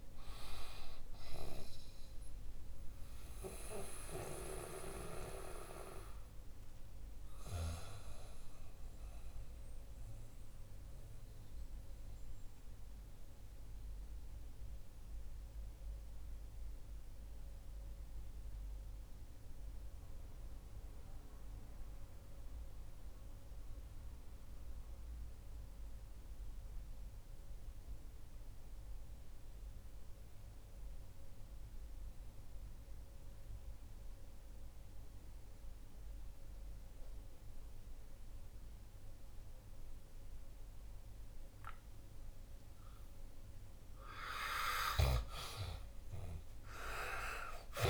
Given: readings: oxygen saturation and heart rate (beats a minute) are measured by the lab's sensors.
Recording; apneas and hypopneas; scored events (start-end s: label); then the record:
breathing in sleep by a room microphone; 1
0.00-22.00 s: oxygen desaturation (device-marked, oxygen 78% lowest, heart rate 57 extreme)
3.00-42.50 s: mixed apnea (oxygen 96% before, 78% lowest, heart rate 68 before, 59 extreme, up 14 after)
41.00-47.90 s: oxygen desaturation (device-marked, oxygen 98% before, 83% lowest, heart rate 63 before, 61 extreme)
44.50-47.90 s: arousal
44.50-47.90 s: snoring (device-marked)
From the record:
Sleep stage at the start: REM sleep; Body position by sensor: on the back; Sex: male